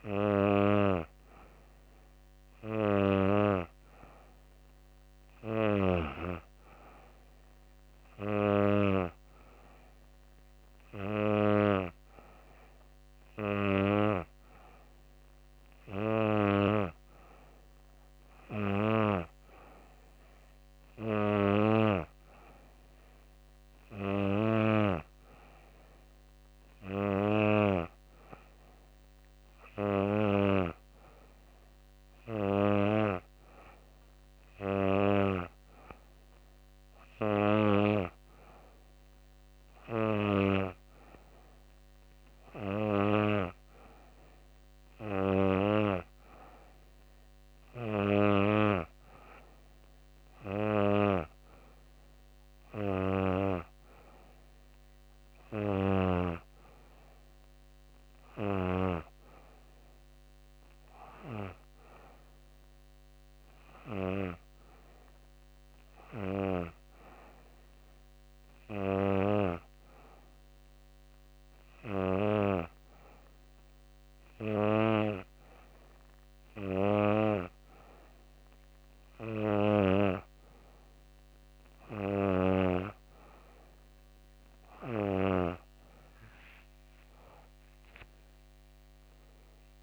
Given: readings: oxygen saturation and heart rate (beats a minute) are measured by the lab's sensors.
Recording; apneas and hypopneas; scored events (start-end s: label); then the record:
breathing in sleep by a microphone on the trachea; none
none scored
From the record:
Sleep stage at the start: N2 (light sleep); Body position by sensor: on the back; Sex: female